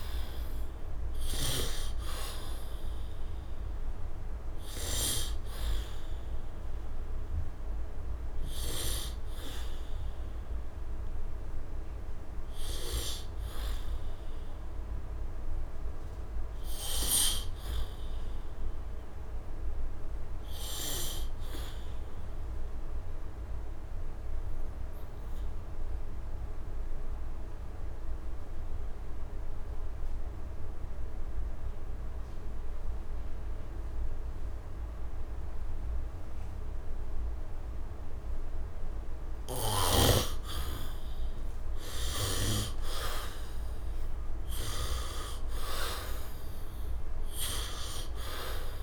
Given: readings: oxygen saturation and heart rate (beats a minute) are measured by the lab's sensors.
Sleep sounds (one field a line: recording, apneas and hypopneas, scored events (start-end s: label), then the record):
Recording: breathing in sleep by a room microphone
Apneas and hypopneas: 1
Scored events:
0.00-22.00 s: oxygen desaturation (device-marked, oxygen 63% lowest, heart rate 73 extreme)
19.50-38.00 s: obstructive apnea (oxygen 75% before, 65% lowest, heart rate 79 before, 68 extreme, up 10 after)
39.00-48.00 s: oxygen desaturation (device-marked, oxygen 99% before, 93% lowest, heart rate 77 before, 68 extreme)
40.00-44.50 s: arousal
From the record:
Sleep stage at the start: N2 (light sleep)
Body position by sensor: on the back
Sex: male